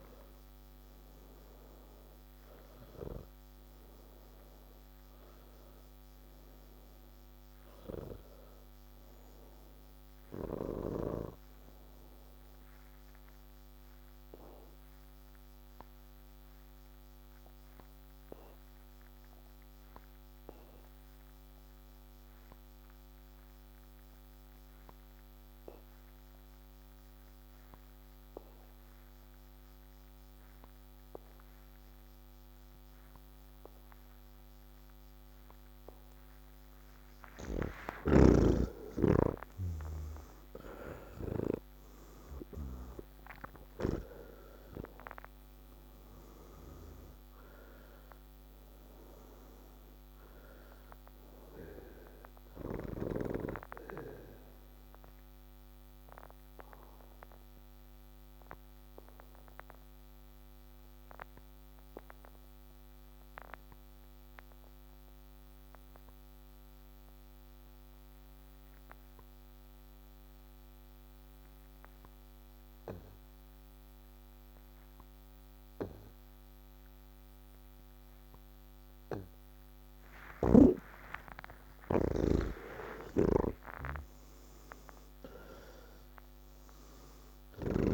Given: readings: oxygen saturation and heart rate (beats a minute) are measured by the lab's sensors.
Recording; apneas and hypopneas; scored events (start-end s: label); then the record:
breathing in sleep by a microphone on the trachea; 2
0.00-18.50 s: oxygen desaturation (device-marked, oxygen 79% lowest)
12.00-36.50 s: obstructive apnea (oxygen 91% before, 79% lowest)
31.50-66.50 s: oxygen desaturation (device-marked, oxygen 98% before, 83% lowest)
56.00-80.50 s: obstructive apnea (oxygen 98% before, 83% lowest, heart rate 36 before, 40 extreme, up 4 after)
73.50-87.94 s: oxygen desaturation (device-marked, oxygen 99% before, 85% lowest, heart rate 85 before, 37 extreme)
83.00-87.94 s: snoring (device-marked)
From the record:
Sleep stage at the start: N1 (lightest sleep); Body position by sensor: on the back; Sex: male